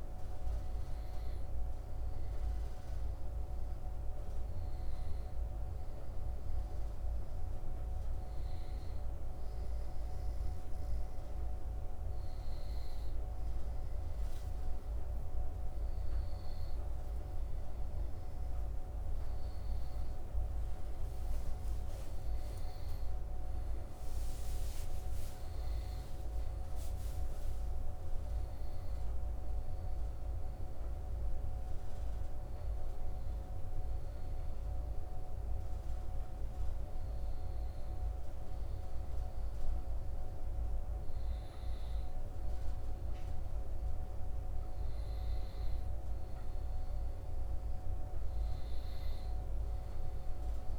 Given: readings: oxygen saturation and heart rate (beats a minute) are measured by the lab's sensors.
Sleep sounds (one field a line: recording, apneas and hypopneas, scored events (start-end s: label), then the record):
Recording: breathing in sleep, hard to hear, by a room microphone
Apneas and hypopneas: 2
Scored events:
0.00-10.00 s: oxygen desaturation (device-marked, oxygen 88% lowest, heart rate 81 extreme)
3.00-14.50 s: hypopnea (oxygen 95% before, 88% lowest, heart rate 81 before, 81 extreme, up 6 after)
16.50-21.50 s: arousal
22.00-40.00 s: oxygen desaturation (device-marked, oxygen 96% before, 91% lowest, heart rate 83 before, 78 extreme)
30.50-43.50 s: hypopnea (oxygen 96% before, 91% lowest, heart rate 85 before, 78 extreme)
From the record:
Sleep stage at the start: N2 (light sleep)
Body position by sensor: on the right side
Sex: male